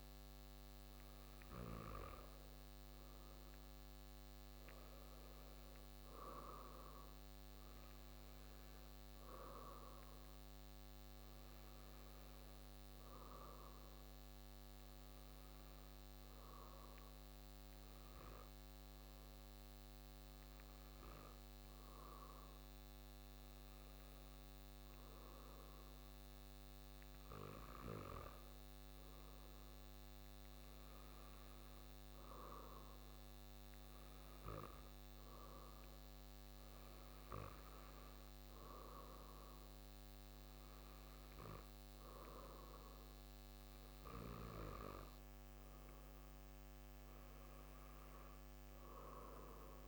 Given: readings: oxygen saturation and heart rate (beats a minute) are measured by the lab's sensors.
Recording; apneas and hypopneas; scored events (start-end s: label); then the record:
breathing in sleep by a microphone on the trachea; 1
10.50-27.50 s: hypopnea (oxygen 97% before, 92% lowest)
29.00-33.50 s: arousal
From the record:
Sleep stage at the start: N2 (light sleep); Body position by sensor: on the back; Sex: male